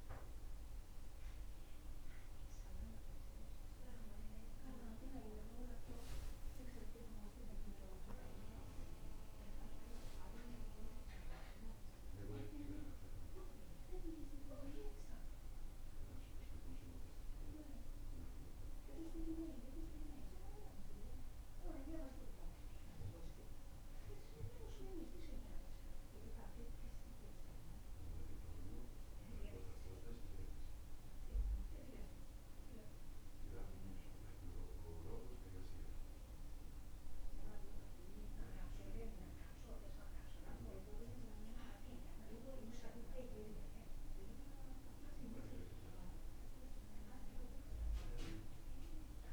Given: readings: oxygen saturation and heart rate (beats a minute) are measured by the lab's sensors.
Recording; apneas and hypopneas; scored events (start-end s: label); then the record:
breathing in sleep by a room microphone; none
none scored
From the record:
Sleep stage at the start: N2 (light sleep); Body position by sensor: on the back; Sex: male